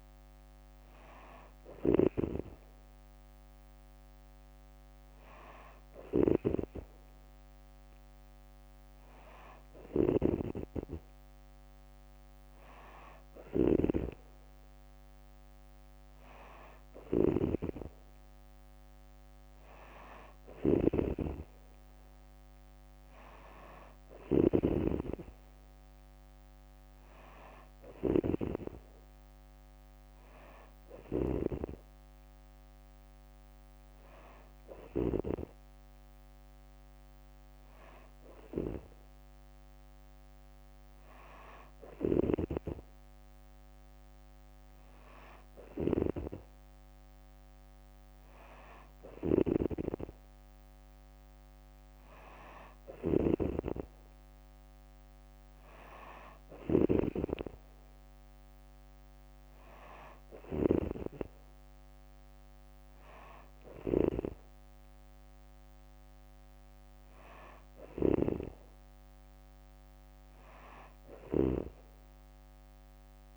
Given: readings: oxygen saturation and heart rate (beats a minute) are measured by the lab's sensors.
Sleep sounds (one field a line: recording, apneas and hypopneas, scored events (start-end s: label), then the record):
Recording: breathing in sleep by a microphone on the trachea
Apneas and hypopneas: none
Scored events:
0.00-34.50 s: snoring (device-marked)
38.50-73.37 s: new sleep stage, N3 (deep sleep)
41.50-73.37 s: snoring (device-marked)
From the record:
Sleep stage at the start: N2 (light sleep)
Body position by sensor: on the back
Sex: female